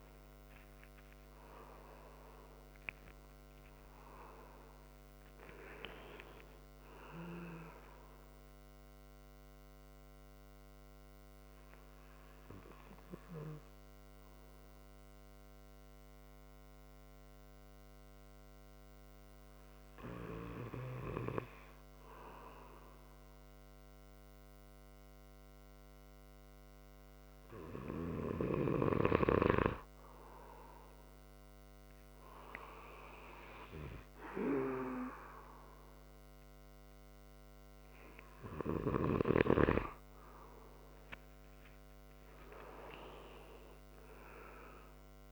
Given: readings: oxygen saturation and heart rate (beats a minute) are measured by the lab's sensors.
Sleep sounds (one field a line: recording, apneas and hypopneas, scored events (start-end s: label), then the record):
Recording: breathing in sleep by a microphone on the trachea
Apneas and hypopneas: 1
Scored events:
1.00-4.50 s: arousal
9.00-26.00 s: hypopnea (oxygen 96% before, 94% lowest)
31.50-36.00 s: arousal
From the record:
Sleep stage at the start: N2 (light sleep)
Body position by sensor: on the right side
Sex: male